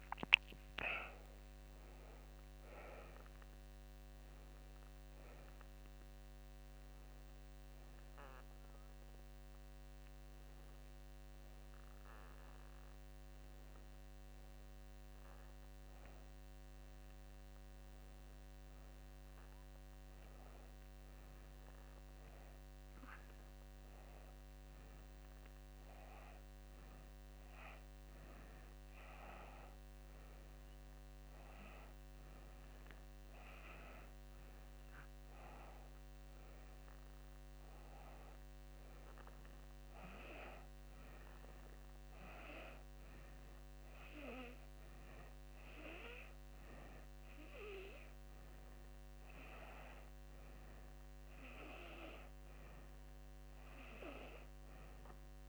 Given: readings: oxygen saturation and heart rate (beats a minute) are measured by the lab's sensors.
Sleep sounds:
breathing in sleep by a microphone on the trachea; none
0.00-2.00 s: arousal
17.50-55.49 s: new sleep stage, N2 (light sleep)
From the record:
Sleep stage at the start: N1 (lightest sleep); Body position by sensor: on the back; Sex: female

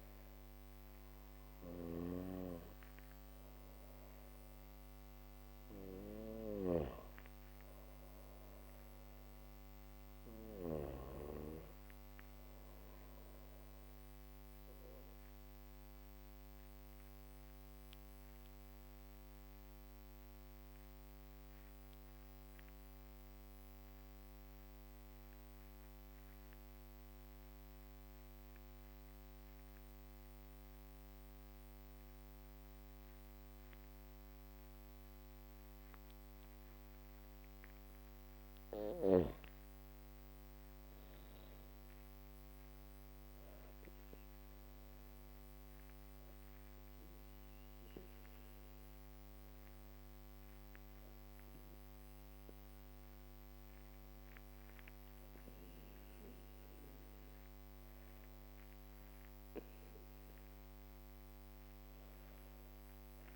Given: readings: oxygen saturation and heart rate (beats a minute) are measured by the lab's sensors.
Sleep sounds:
breathing in sleep by a microphone on the trachea; 1
0.00-10.00 s: snoring (device-marked)
13.00-37.50 s: obstructive apnea (oxygen 99% before, 93% lowest, heart rate 59 before, 55 extreme, up 22 after)
34.50-52.50 s: oxygen desaturation (device-marked, oxygen 98% before, 93% lowest, heart rate 60 before, 56 extreme)
39.00-43.00 s: arousal
39.50-53.50 s: drop in pulse transit time (device-marked, heart rate 62 before, 56 extreme)
From the record:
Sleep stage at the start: N2 (light sleep); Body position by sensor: on the back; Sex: female

